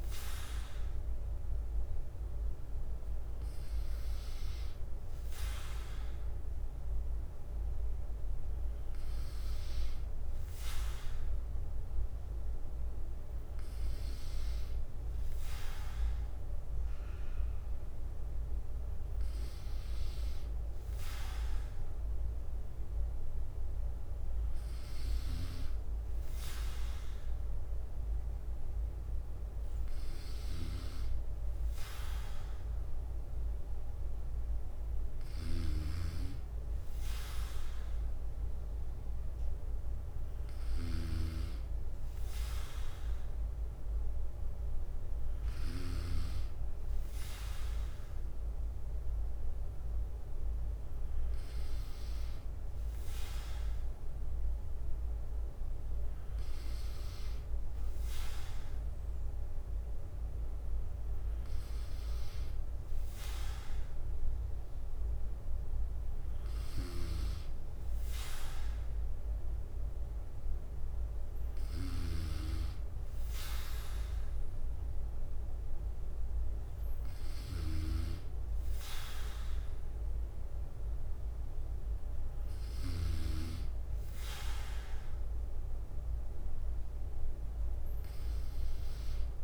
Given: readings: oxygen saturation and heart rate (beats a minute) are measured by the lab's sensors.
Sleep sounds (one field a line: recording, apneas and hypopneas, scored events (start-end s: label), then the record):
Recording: breathing in sleep by a room microphone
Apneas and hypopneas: none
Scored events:
3.50-17.50 s: bradycardia (device-marked, heart rate 59 before, 58 extreme)
15.50-29.50 s: drop in pulse transit time (device-marked, heart rate 59 before, 58 extreme)
26.50-32.50 s: bradycardia (device-marked, heart rate 59 before, 59 extreme)
44.50-52.50 s: bradycardia (device-marked, heart rate 59 before, 58 extreme)
81.50-89.44 s: bradycardia (device-marked, heart rate 59 before, 59 extreme)
From the record:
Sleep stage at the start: N3 (deep sleep)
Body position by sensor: on the back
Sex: male